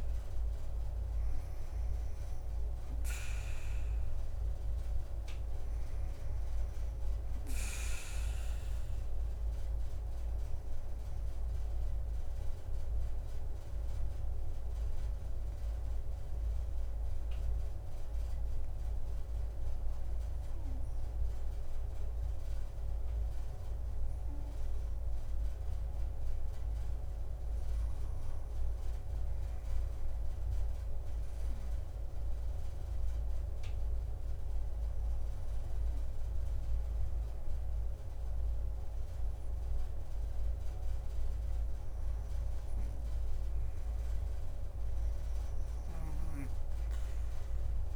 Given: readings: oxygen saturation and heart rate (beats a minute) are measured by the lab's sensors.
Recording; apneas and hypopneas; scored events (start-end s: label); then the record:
breathing in sleep, hard to hear, by a room microphone; 1
0.00-2.50 s: drop in pulse transit time (device-marked, heart rate 70 extreme)
0.00-10.50 s: oxygen desaturation (device-marked, oxygen 93% lowest, heart rate 54 extreme)
10.00-41.00 s: obstructive apnea (oxygen 99% before, 91% lowest, heart rate 69 before, 54 extreme, up 6 after)
19.50-35.50 s: drop in pulse transit time (device-marked, heart rate 61 before, 55 extreme)
43.50-47.96 s: oxygen desaturation (device-marked, oxygen 99% before, 93% lowest, heart rate 57 before, 57 extreme)
44.00-47.00 s: arousal
From the record:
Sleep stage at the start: REM sleep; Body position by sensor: on the back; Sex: female